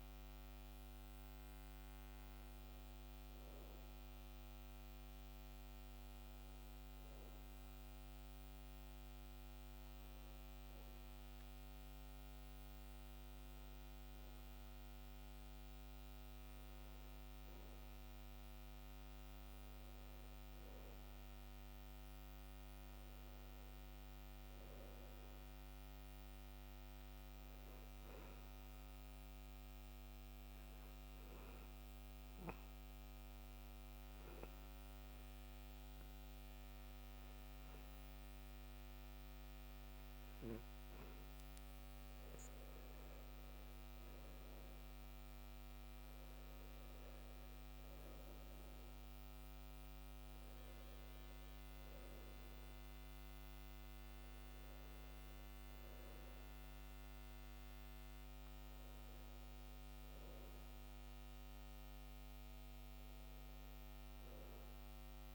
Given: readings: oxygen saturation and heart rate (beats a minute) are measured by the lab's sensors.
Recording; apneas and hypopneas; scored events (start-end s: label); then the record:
a person awake in a sleep study, hard to hear, by a microphone on the trachea; none
48.00-65.35 s: new sleep stage, N1 (lightest sleep)
From the record:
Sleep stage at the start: awake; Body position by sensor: on the back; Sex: male